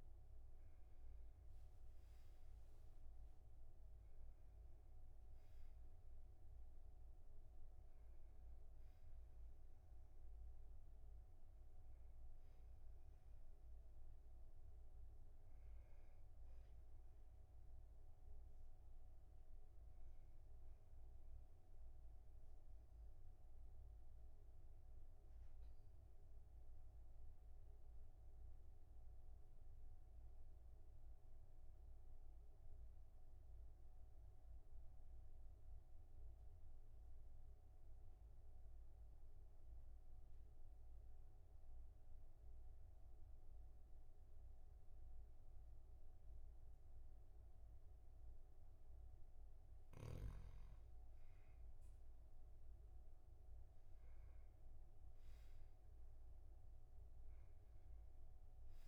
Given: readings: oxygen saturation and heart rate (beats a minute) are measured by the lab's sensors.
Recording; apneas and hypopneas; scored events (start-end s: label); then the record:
breathing in sleep, hard to hear, by a room microphone; 1
12.50-26.50 s: oxygen desaturation (device-marked, oxygen 97% before, 94% lowest, heart rate 49 before, 41 extreme)
22.50-48.50 s: obstructive apnea (oxygen 98% before, 94% lowest, heart rate 47 before, 39 extreme, up 8 after)
51.50-55.00 s: arousal
From the record:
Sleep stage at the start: N2 (light sleep); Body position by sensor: on the back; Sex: male